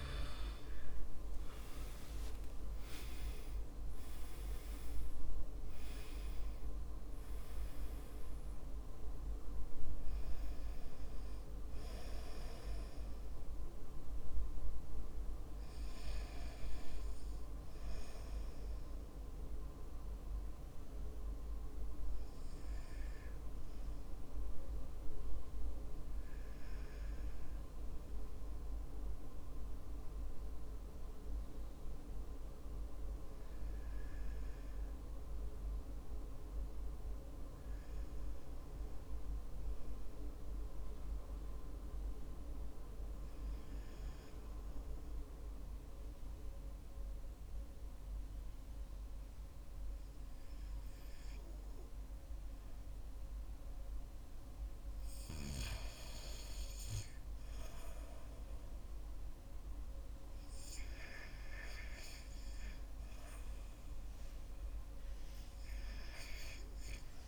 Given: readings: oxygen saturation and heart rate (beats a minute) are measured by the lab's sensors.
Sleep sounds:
breathing in sleep by a room microphone; 1
0.00-22.00 s: oxygen desaturation (device-marked, oxygen 92% lowest, heart rate 49 extreme)
0.50-6.00 s: arousal
23.50-52.50 s: hypopnea (oxygen 97% before, 92% lowest, heart rate 58 before, 46 extreme, up 8 after)
58.50-62.00 s: arousal
From the record:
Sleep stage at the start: REM sleep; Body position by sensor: on the back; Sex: male

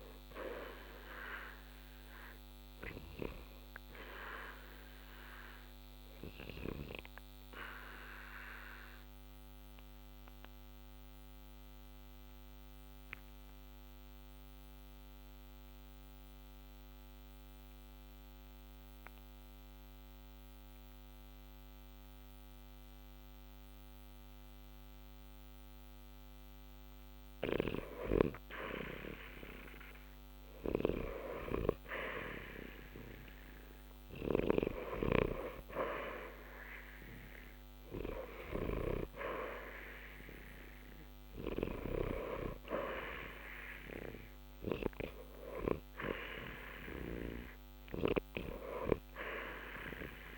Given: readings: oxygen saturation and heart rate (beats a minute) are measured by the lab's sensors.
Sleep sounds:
breathing in sleep by a microphone on the trachea; 1
0.00-6.50 s: oxygen desaturation (device-marked, oxygen 78% lowest, heart rate 60 extreme)
6.00-24.00 s: obstructive apnea (oxygen 87% before, 82% lowest, heart rate 61 before, 60 extreme, up 1 after)
27.50-32.00 s: arousal
36.50-50.38 s: oxygen desaturation (device-marked, oxygen 94% before, 82% lowest, heart rate 60 before, 60 extreme)
From the record:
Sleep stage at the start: N2 (light sleep); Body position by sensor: on the back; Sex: male

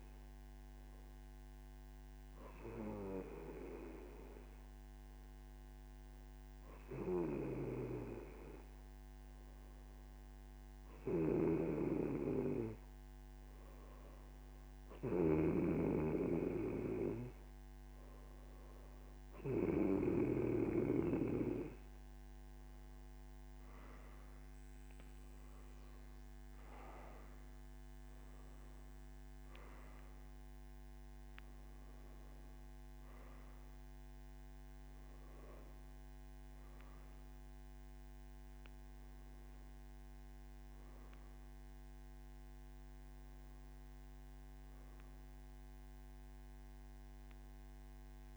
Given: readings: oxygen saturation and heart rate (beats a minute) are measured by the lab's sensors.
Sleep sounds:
breathing in sleep by a microphone on the trachea; none
none scored
From the record:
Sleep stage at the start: N1 (lightest sleep); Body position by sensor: on the right side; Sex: male

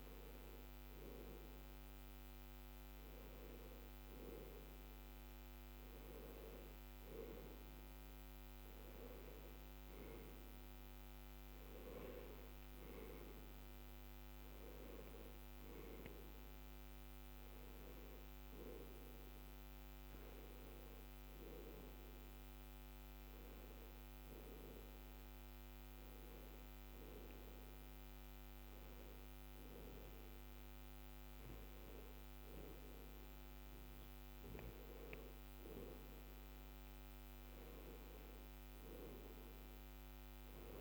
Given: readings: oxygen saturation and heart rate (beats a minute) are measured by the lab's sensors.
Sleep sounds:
breathing in sleep by a microphone on the trachea; none
none scored
From the record:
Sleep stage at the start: N2 (light sleep); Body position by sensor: on the left side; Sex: male

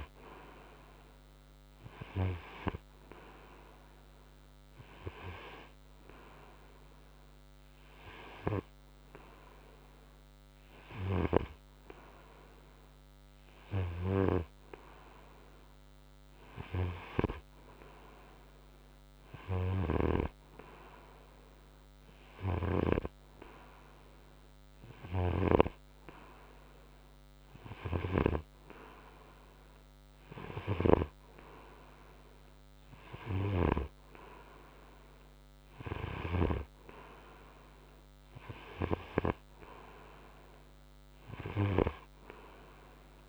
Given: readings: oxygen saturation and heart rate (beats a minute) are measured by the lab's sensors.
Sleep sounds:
breathing in sleep by a microphone on the trachea; none
none scored
From the record:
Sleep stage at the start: N3 (deep sleep); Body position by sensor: on the front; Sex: male

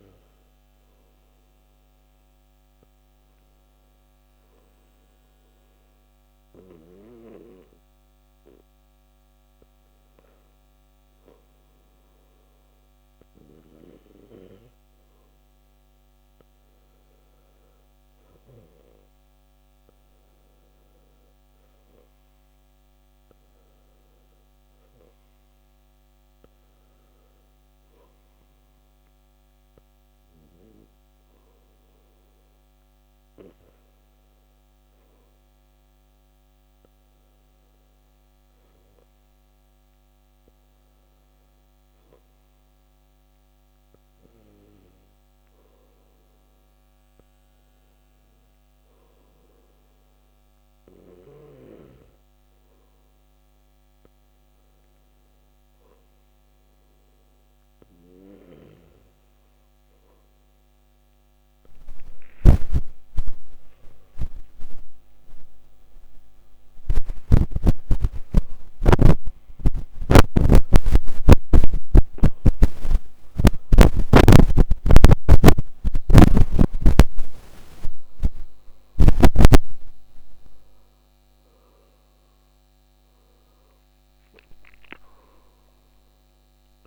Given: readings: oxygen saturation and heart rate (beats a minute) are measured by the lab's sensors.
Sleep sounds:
breathing in sleep by a microphone on the trachea; 1
36.50-40.50 s: arousal
42.50-58.50 s: hypopnea (oxygen 95% before, 93% lowest, heart rate 59 before, 53 extreme, up 10 after)
67.00-86.87 s: new sleep stage, awake
From the record:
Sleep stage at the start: N2 (light sleep); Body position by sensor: on the back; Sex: male

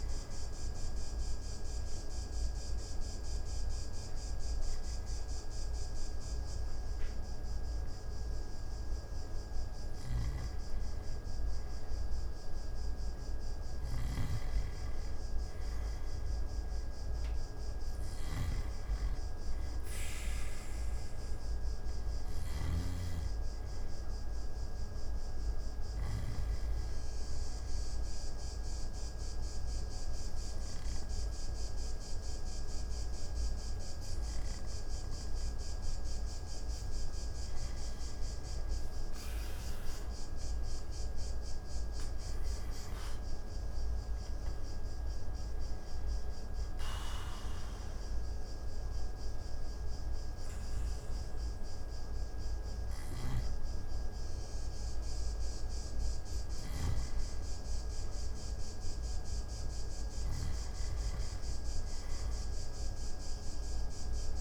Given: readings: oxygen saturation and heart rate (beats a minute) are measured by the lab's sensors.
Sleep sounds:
breathing in sleep, hard to hear, by a room microphone; 3
0.00-11.00 s: oxygen desaturation (device-marked, oxygen 88% lowest)
1.00-11.00 s: obstructive apnea (oxygen 96% before, 88% lowest)
14.00-23.00 s: snoring (device-marked)
15.50-19.50 s: arousal
24.00-36.00 s: oxygen desaturation (device-marked, oxygen 96% before, 92% lowest)
28.00-38.00 s: obstructive apnea (oxygen 97% before, 90% lowest)
40.50-44.50 s: arousal
46.50-56.50 s: obstructive apnea (oxygen 96% before, 89% lowest)
51.00-64.41 s: oxygen desaturation (device-marked, oxygen 95% before, 90% lowest)
56.50-64.41 s: snoring (device-marked)
61.00-64.41 s: arousal
From the record:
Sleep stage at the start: N2 (light sleep); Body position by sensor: on the back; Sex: male

